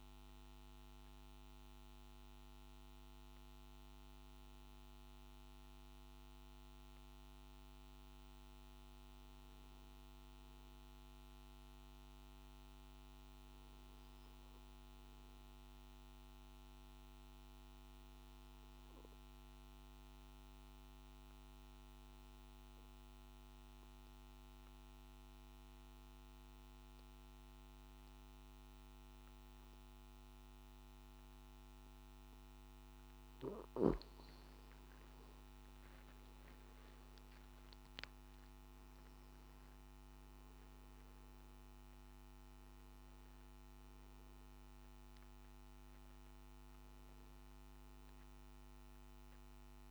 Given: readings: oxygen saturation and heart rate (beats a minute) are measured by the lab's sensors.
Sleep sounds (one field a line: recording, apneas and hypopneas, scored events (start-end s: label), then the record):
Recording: breathing in sleep, hard to hear, by a microphone on the trachea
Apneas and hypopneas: 1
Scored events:
0.00-1.50 s: oxygen desaturation (device-marked, oxygen 93% lowest, heart rate 52 extreme)
15.00-31.50 s: obstructive apnea (oxygen 96% before, 89% lowest, heart rate 55 before, 53 extreme, up 10 after)
37.50-49.91 s: oxygen desaturation (device-marked, oxygen 97% before, 89% lowest, heart rate 54 before, 52 extreme)
From the record:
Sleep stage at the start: N1 (lightest sleep)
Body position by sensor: on the back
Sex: male